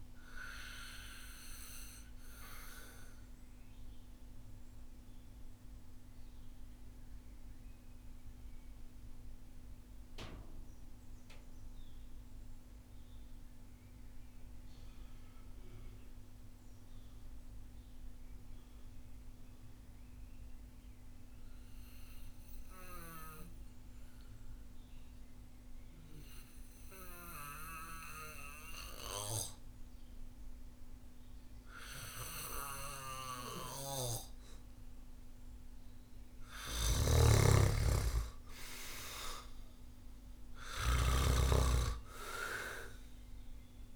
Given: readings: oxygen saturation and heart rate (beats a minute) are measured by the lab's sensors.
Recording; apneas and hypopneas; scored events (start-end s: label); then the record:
breathing in sleep by a room microphone; 1
0.00-23.50 s: oxygen desaturation (device-marked, oxygen 85% lowest)
0.50-35.00 s: mixed apnea (oxygen 98% before, 83% lowest)
32.50-43.96 s: oxygen desaturation (device-marked, oxygen 98% before, 83% lowest)
38.00-42.00 s: arousal
From the record:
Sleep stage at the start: N2 (light sleep); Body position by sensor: on the back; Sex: male